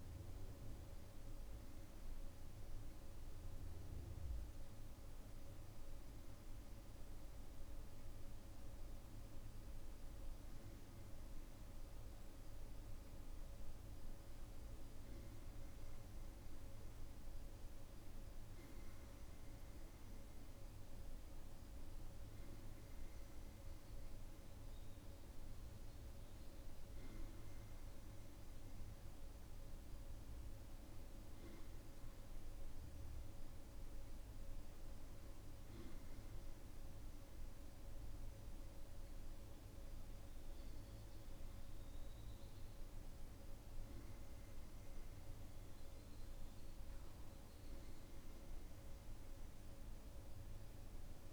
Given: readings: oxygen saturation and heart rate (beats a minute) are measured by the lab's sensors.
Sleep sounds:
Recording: breathing in sleep, hard to hear, by a room microphone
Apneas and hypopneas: none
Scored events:
none scored
From the record:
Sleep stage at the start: N2 (light sleep)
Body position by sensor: on the back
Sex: male

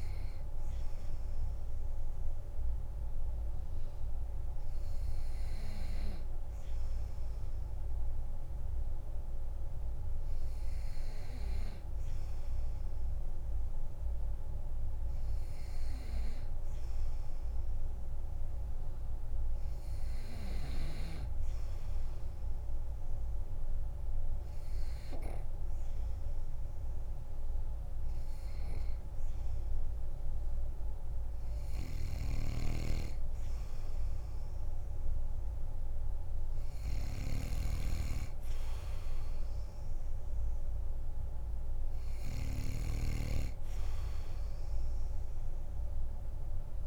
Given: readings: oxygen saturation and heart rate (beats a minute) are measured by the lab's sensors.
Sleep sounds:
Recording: breathing in sleep by a room microphone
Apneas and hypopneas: none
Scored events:
0.00-6.00 s: oxygen desaturation (device-marked, oxygen 94% lowest, heart rate 46 extreme)
46.00-46.87 s: new sleep stage, N3 (deep sleep)
From the record:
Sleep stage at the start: N2 (light sleep)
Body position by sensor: on the back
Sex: male

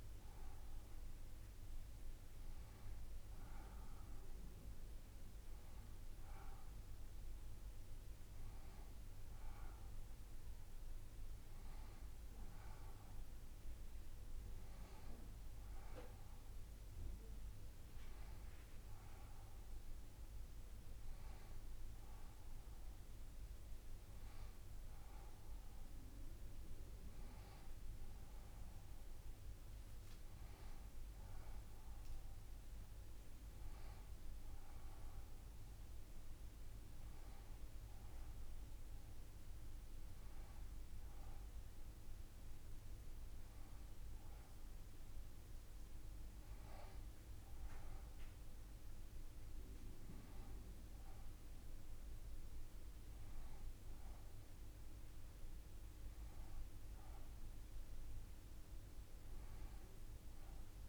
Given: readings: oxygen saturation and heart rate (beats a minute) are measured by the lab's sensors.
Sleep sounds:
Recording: breathing in sleep, hard to hear, by a room microphone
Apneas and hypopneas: none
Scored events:
3.00-60.89 s: new sleep stage, N2 (light sleep)
From the record:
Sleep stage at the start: N1 (lightest sleep)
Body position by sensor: on the left side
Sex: female

